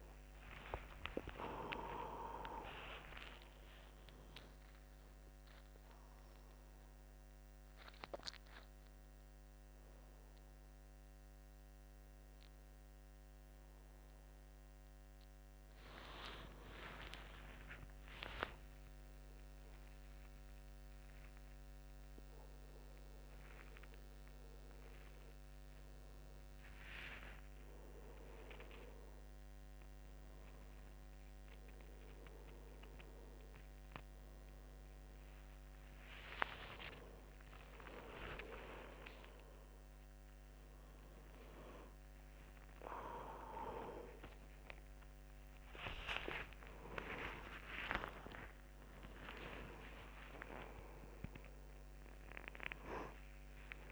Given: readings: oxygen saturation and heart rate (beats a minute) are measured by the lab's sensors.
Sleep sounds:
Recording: a person awake in a sleep study, by a microphone on the trachea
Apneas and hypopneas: none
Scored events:
none scored
From the record:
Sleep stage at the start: awake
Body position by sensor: on the back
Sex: male

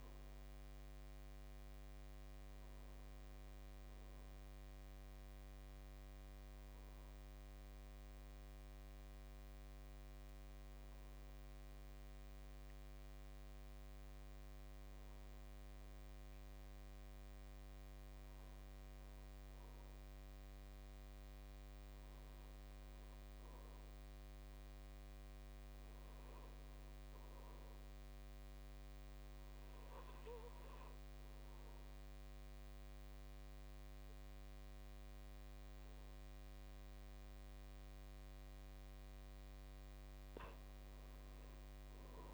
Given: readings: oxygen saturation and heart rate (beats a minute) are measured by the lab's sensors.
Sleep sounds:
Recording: breathing in sleep, hard to hear, by a microphone on the trachea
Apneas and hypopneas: 1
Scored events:
3.00-19.50 s: hypopnea (oxygen 99% before, 89% lowest, heart rate 63 before, 57 extreme, up 4 after)
20.50-24.00 s: arousal
27.00-28.00 s: oxygen desaturation (device-marked, oxygen 98% before, 96% lowest, heart rate 59 before, 59 extreme)
From the record:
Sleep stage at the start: N2 (light sleep)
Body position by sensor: on the back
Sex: male

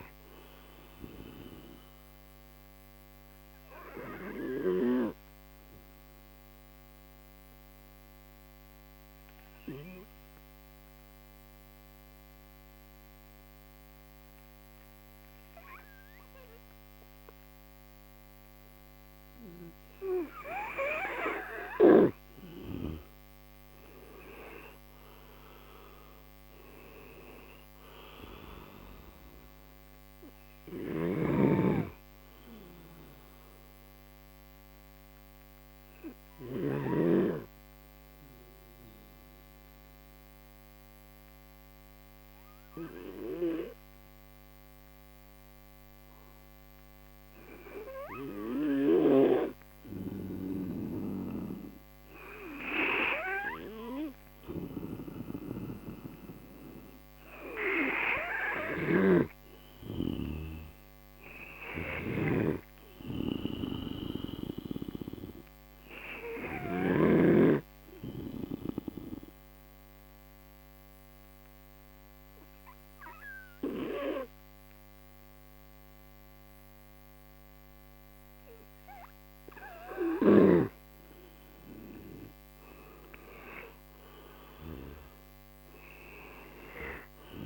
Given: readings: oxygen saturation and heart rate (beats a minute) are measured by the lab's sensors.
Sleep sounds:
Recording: breathing in sleep by a microphone on the trachea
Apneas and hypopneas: 3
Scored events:
0.00-17.50 s: oxygen desaturation (device-marked, oxygen 90% lowest)
2.50-21.00 s: mixed apnea (oxygen 97% before, 85% lowest)
24.00-27.00 s: arousal
30.50-47.50 s: oxygen desaturation (device-marked, oxygen 95% before, 85% lowest)
35.00-49.50 s: mixed apnea (oxygen 95% before, 85% lowest)
51.50-54.50 s: arousal
57.50-70.50 s: oxygen desaturation (device-marked, oxygen 97% before, 89% lowest)
68.00-80.50 s: mixed apnea (oxygen 97% before, 87% lowest)
82.00-85.00 s: arousal
84.50-87.46 s: oxygen desaturation (device-marked, oxygen 95% before, 88% lowest)
From the record:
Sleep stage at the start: N2 (light sleep)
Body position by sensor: on the right side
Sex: male

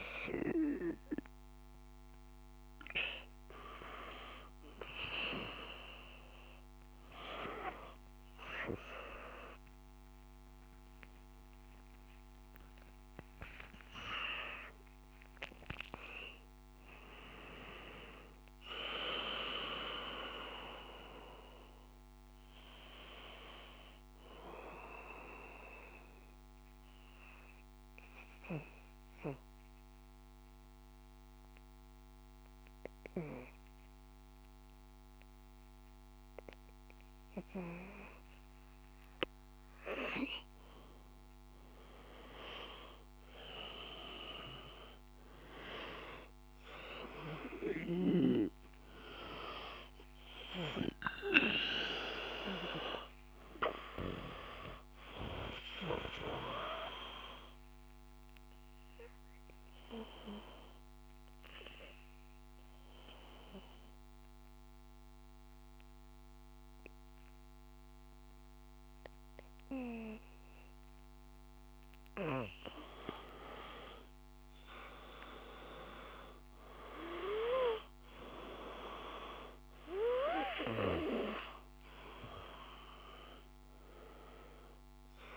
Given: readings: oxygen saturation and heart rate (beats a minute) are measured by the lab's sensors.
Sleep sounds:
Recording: breathing in sleep by a microphone on the trachea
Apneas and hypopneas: 2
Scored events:
0.00-15.00 s: oxygen desaturation (device-marked, oxygen 90% lowest, heart rate 55 extreme)
7.00-13.00 s: tachycardia (device-marked, heart rate 57 before, 129 extreme)
17.00-22.00 s: arousal
25.50-38.50 s: obstructive apnea (oxygen 95% before, 92% lowest, heart rate 86 before, 55 extreme, up 3 after)
41.00-45.00 s: arousal
48.00-68.00 s: oxygen desaturation (device-marked, oxygen 97% before, 92% lowest, heart rate 57 before, 55 extreme)
56.00-71.00 s: obstructive apnea (oxygen 98% before, 90% lowest, heart rate 56 before, 56 extreme, up 2 after)
73.50-77.50 s: arousal
From the record:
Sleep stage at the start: N2 (light sleep)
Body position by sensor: on the back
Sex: male

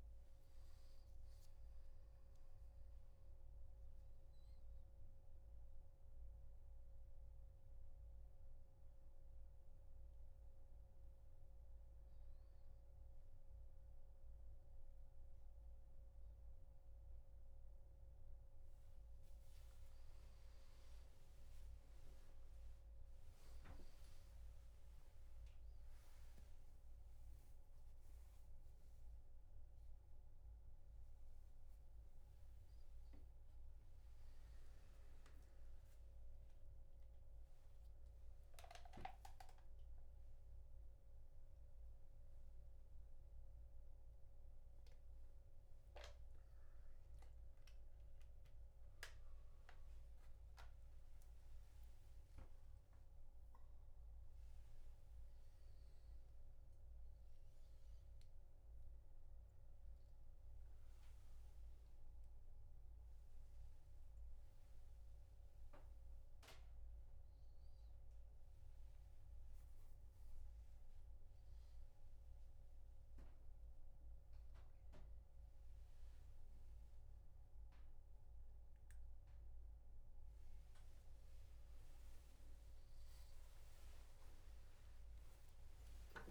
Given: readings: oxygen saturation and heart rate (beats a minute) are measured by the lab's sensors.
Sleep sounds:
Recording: a person awake in a sleep study, hard to hear, by a room microphone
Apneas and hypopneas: none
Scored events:
0.00-15.00 s: oxygen desaturation (device-marked, oxygen 89% lowest, heart rate 77 extreme)
1.00-3.00 s: long interval between heartbeats (device-marked, heart rate 83 before, 110 extreme)
38.00-50.00 s: tachycardia (device-marked, heart rate 82 before, 106 extreme)
58.00-64.00 s: tachycardia (device-marked, heart rate 82 before, 106 extreme)
61.00-63.00 s: long interval between heartbeats (device-marked, heart rate 100 before, 106 extreme)
83.00-86.31 s: tachycardia (device-marked, heart rate 83 before, 127 extreme)
From the record:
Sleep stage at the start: awake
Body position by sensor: on the right side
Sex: male

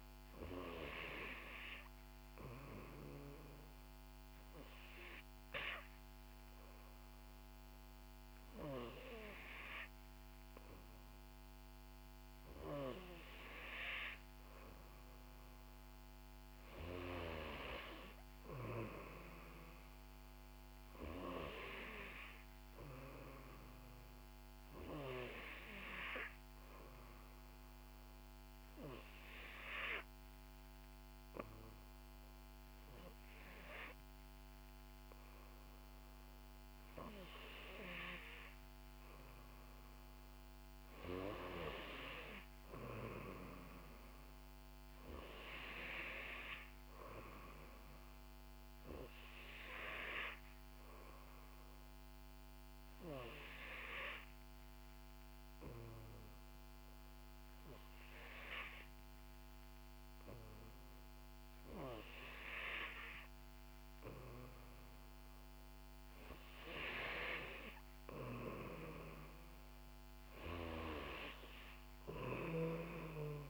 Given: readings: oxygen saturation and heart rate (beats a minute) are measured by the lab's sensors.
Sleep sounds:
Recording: breathing in sleep by a microphone on the trachea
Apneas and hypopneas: 3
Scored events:
0.00-7.50 s: oxygen desaturation (device-marked, oxygen 90% lowest, heart rate 58 extreme)
3.00-15.00 s: obstructive apnea (oxygen 94% before, 90% lowest, heart rate 64 before, 58 extreme, up 6 after)
17.00-20.00 s: arousal
26.00-36.50 s: obstructive apnea (oxygen 93% before, 90% lowest, heart rate 61 before, 61 extreme, up 1 after)
39.50-43.00 s: arousal
50.00-62.00 s: hypopnea (oxygen 93% before, 90% lowest, heart rate 63 before, 59 extreme, up 0 after)
65.00-69.50 s: arousal
From the record:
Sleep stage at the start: N3 (deep sleep)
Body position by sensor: on the back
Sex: female

